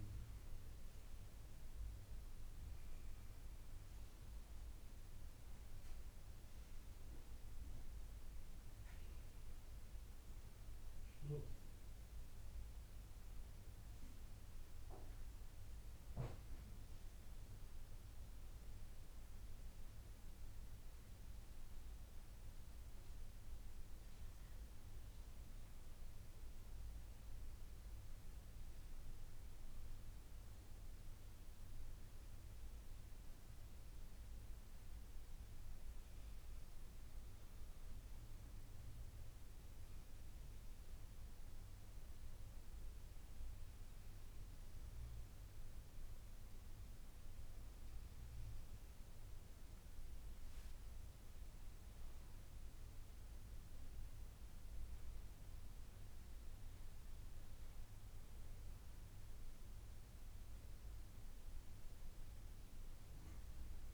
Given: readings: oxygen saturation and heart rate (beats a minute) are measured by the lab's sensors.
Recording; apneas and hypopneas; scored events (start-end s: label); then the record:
breathing in sleep, hard to hear, by a room microphone; 1
15.00-19.50 s: arousal
33.00-48.50 s: hypopnea (oxygen 97% before, 95% lowest, heart rate 56 before, 52 extreme, up 6 after)
50.50-54.50 s: arousal
From the record:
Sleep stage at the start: N2 (light sleep); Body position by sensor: on the left side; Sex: female